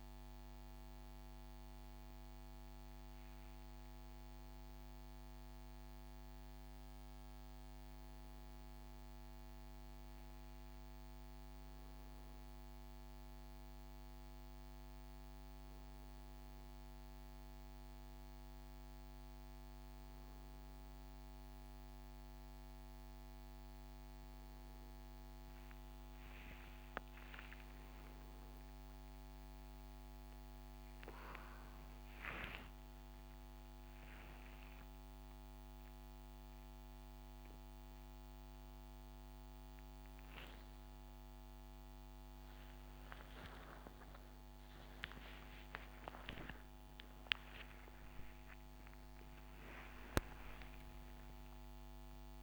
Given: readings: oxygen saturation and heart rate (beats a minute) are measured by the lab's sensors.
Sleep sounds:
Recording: a person awake in a sleep study, by a microphone on the trachea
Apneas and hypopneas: none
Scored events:
none scored
From the record:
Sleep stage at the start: awake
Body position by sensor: on the back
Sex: male

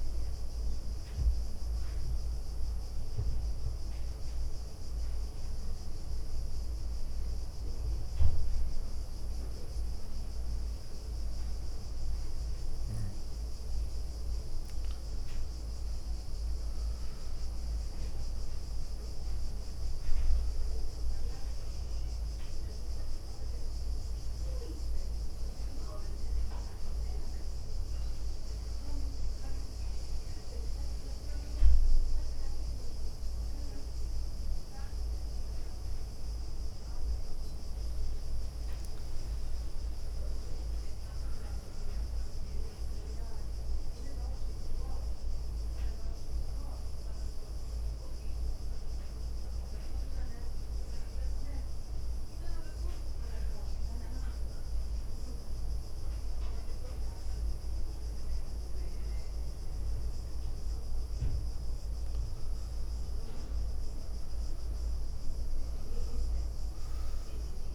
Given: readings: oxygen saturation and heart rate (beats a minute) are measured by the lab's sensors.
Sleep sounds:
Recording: breathing in sleep, hard to hear, by a room microphone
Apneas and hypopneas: 1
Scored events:
0.00-2.00 s: leg movement (device-marked)
9.00-11.00 s: leg movement (device-marked)
12.00-14.00 s: leg movement (device-marked)
14.50-17.00 s: leg movement (device-marked)
15.00-19.50 s: arousal
18.00-20.50 s: leg movement (device-marked)
21.50-23.50 s: leg movement (device-marked)
27.50-29.50 s: leg movement (device-marked)
37.00-41.50 s: arousal
38.50-40.00 s: leg movement (device-marked)
45.00-58.00 s: obstructive apnea (oxygen 97% before, 94% lowest, heart rate 71 before, 65 extreme, up 6 after)
47.50-50.00 s: leg movement (device-marked)
59.50-61.50 s: leg movement (device-marked)
60.50-65.00 s: arousal
62.00-64.50 s: leg movement (device-marked)
65.50-67.00 s: leg movement (device-marked)
From the record:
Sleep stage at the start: N2 (light sleep)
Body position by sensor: on the right side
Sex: female

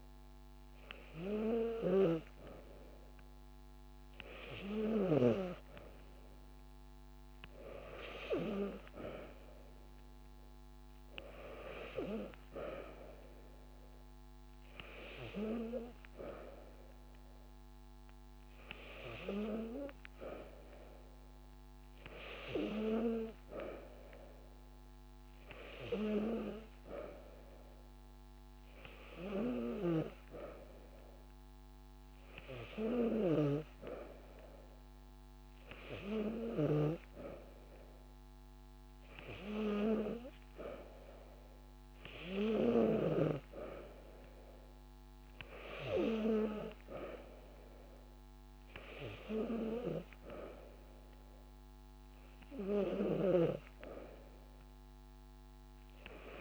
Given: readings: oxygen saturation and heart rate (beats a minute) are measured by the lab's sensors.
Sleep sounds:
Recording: breathing in sleep by a microphone on the trachea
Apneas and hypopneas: none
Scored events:
4.00-6.00 s: long interval between heartbeats (device-marked)
From the record:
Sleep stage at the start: N2 (light sleep)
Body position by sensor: on the back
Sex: female

